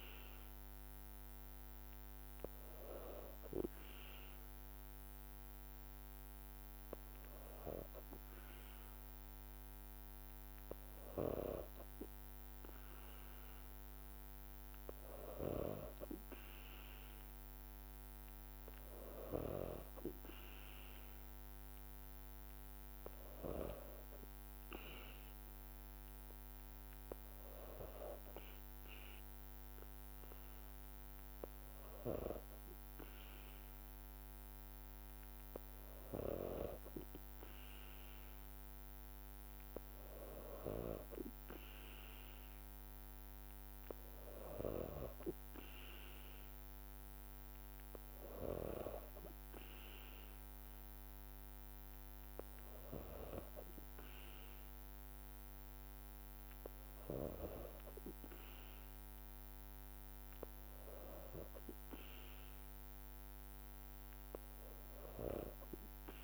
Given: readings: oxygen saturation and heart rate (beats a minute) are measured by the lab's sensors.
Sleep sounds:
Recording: breathing in sleep by a microphone on the trachea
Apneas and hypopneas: 1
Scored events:
2.00-12.00 s: hypopnea (oxygen 95% before, 94% lowest, heart rate 57 before, 54 extreme, up 0 after)
From the record:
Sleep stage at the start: N2 (light sleep)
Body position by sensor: on the back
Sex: female

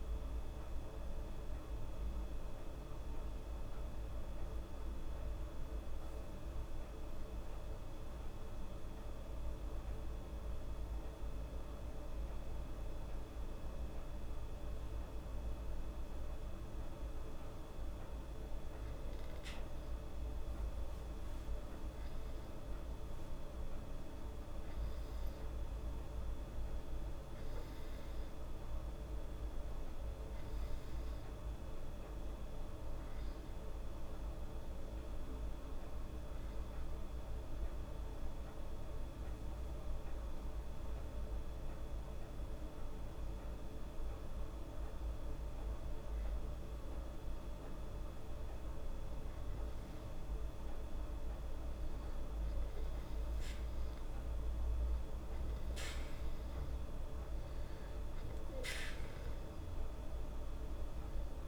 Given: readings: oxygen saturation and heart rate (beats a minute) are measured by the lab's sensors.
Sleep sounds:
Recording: breathing in sleep, hard to hear, by a room microphone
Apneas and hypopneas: 2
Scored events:
4.00-17.50 s: hypopnea (oxygen 96% before, 94% lowest, heart rate 79 before, 74 extreme, up 4 after)
20.50-25.50 s: arousal
37.00-50.50 s: hypopnea (oxygen 97% before, 95% lowest, heart rate 77 before, 74 extreme, up 4 after)
53.00-58.00 s: arousal
From the record:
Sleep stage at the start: N2 (light sleep)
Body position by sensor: on the back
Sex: female

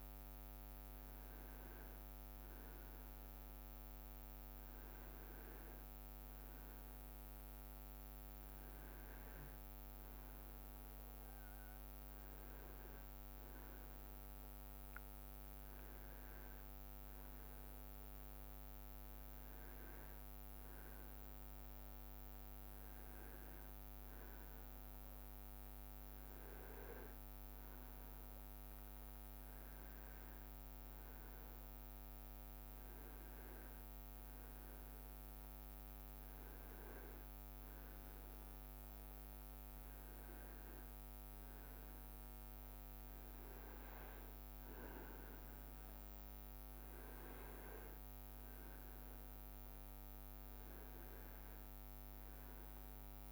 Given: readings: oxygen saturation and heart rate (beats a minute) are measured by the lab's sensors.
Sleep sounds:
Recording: breathing in sleep, hard to hear, by a microphone on the trachea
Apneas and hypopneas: none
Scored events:
10.00-12.50 s: leg movement (device-marked)
From the record:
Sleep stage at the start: N2 (light sleep)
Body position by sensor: on the right side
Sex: male

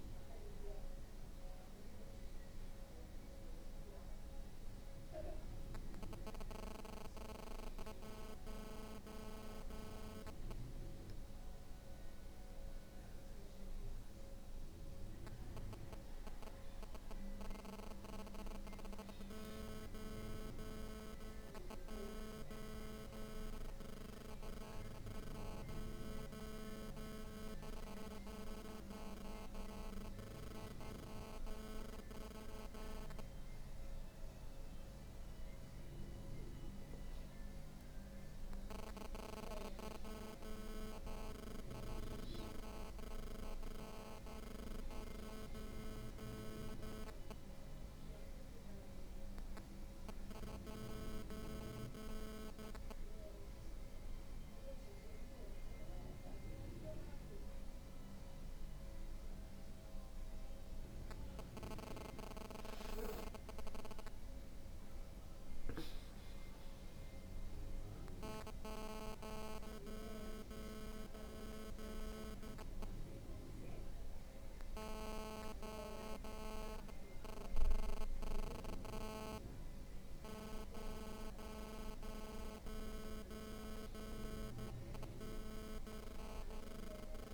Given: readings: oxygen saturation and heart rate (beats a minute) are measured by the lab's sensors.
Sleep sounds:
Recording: breathing in sleep by a room microphone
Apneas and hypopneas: 1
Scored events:
61.50-64.50 s: arousal
66.50-76.50 s: hypopnea (oxygen 95% before, 93% lowest, heart rate 73 before, 72 extreme, up 0 after)
80.00-84.00 s: arousal
From the record:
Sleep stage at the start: N2 (light sleep)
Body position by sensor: on the back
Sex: female

